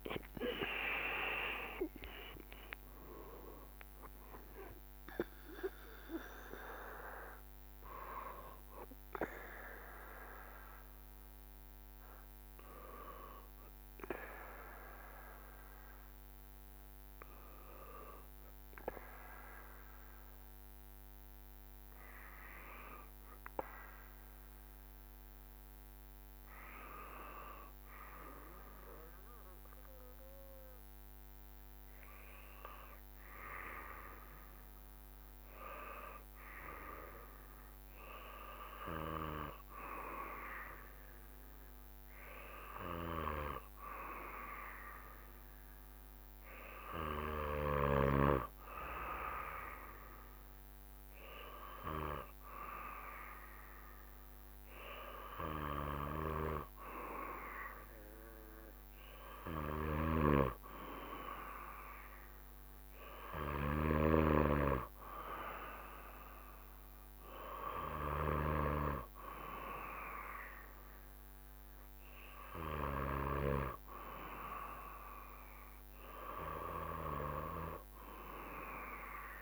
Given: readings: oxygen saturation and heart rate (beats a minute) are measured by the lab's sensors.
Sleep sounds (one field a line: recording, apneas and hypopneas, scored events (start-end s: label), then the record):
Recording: breathing in sleep by a microphone on the trachea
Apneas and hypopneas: 1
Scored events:
0.00-2.50 s: arousal
0.00-13.00 s: drop in pulse transit time (device-marked, heart rate 74 extreme)
29.50-48.00 s: hypopnea (oxygen 98% before, 96% lowest, heart rate 77 before, 66 extreme, up 3 after)
49.50-52.00 s: arousal
From the record:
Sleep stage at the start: N2 (light sleep)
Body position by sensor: on the back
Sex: male